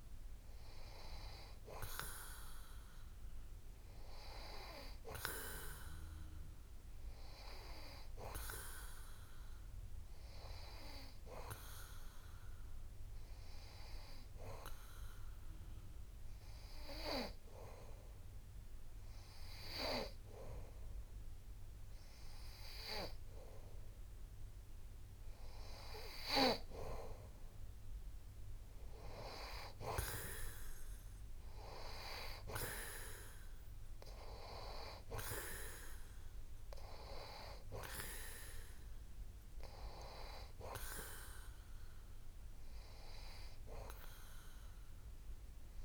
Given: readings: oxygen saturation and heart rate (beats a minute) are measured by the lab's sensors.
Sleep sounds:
breathing in sleep by a room microphone; none
none scored
From the record:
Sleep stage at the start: N2 (light sleep); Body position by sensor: on the back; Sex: male

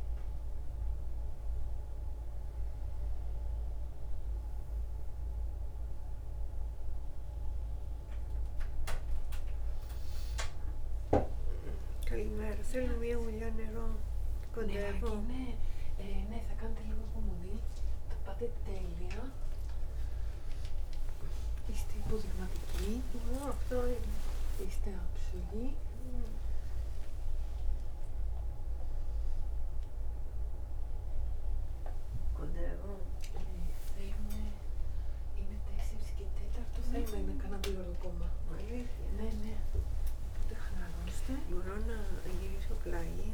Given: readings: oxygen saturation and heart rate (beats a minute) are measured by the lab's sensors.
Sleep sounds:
a person awake in a sleep study, by a room microphone; none
none scored
From the record:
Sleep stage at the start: awake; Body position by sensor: on the back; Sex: female

